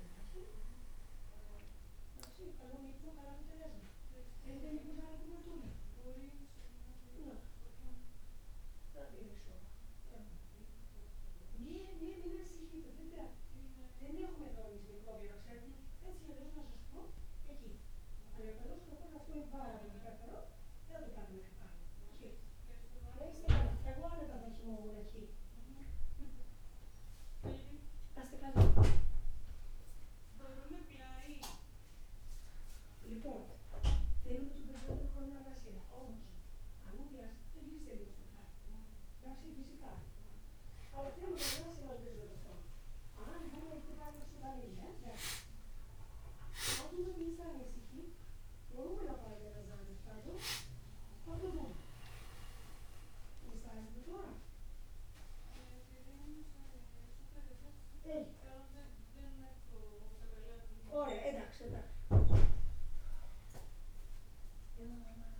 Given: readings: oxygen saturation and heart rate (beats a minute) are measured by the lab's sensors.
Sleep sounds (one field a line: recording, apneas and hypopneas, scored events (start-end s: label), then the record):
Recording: breathing in sleep by a room microphone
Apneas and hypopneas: none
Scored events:
0.00-3.00 s: oxygen desaturation (device-marked, oxygen 95% lowest, heart rate 64 extreme)
43.50-48.50 s: arousal
52.00-54.00 s: long interval between heartbeats (device-marked, heart rate 66 before, 76 extreme)
60.00-65.40 s: new sleep stage, N2 (light sleep)
From the record:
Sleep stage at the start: N1 (lightest sleep)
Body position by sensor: on the back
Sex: male